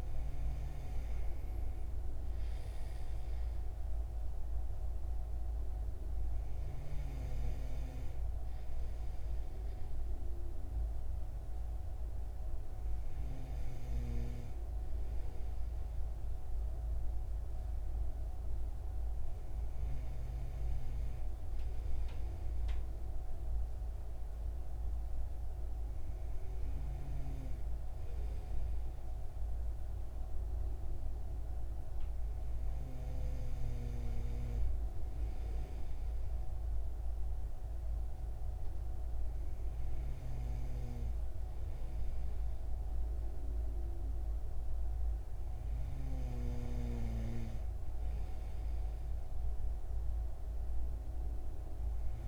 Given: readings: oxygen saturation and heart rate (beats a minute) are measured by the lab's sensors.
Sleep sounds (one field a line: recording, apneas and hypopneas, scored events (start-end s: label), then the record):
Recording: breathing in sleep by a room microphone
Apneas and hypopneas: none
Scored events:
none scored
From the record:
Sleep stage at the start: N2 (light sleep)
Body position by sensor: on the right side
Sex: male